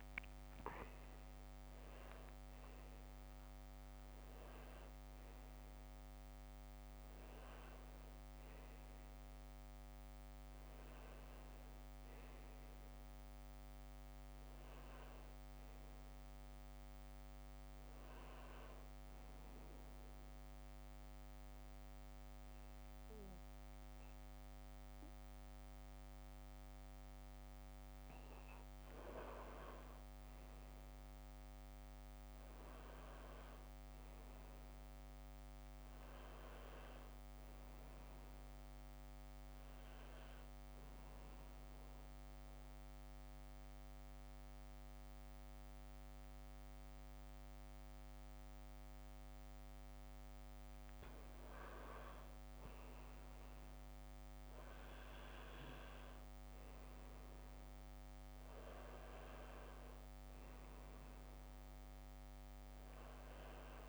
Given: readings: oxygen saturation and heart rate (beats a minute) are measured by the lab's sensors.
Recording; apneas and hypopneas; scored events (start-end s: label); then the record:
breathing in sleep, hard to hear, by a microphone on the trachea; 2
0.00-1.00 s: oxygen desaturation (device-marked, oxygen 90% lowest, heart rate 80 extreme)
13.00-16.00 s: arousal
19.50-29.50 s: obstructive apnea (oxygen 96% before, 89% lowest, heart rate 83 before, 77 extreme, up 0 after)
32.50-35.50 s: arousal
36.00-51.00 s: oxygen desaturation (device-marked, oxygen 97% before, 91% lowest, heart rate 82 before, 75 extreme)
41.00-52.00 s: central apnea (oxygen 97% before, 89% lowest, heart rate 81 before, 75 extreme)
54.50-58.50 s: arousal
58.00-63.89 s: oxygen desaturation (device-marked, oxygen 96% before, 89% lowest, heart rate 79 before, 77 extreme)
From the record:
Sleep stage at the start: N2 (light sleep); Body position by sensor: on the back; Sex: male